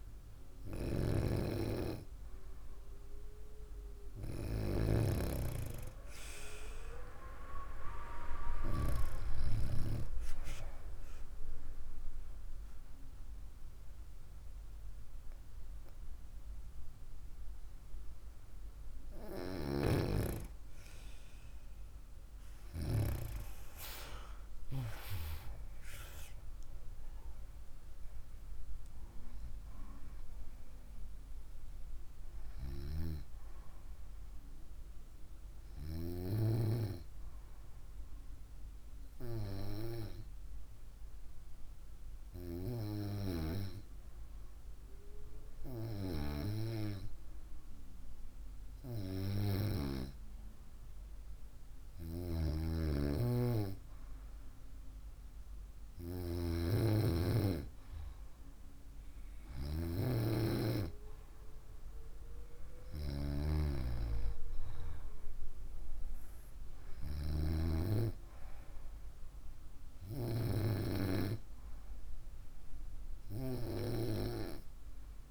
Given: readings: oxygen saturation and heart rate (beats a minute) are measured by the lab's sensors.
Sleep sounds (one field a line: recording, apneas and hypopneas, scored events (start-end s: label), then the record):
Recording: breathing in sleep by a room microphone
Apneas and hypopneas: 1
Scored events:
11.00-21.00 s: obstructive apnea (oxygen 97% before, 95% lowest, heart rate 61 before, 60 extreme, up 3 after)
24.50-29.00 s: arousal
From the record:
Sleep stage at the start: N2 (light sleep)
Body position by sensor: on the right side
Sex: female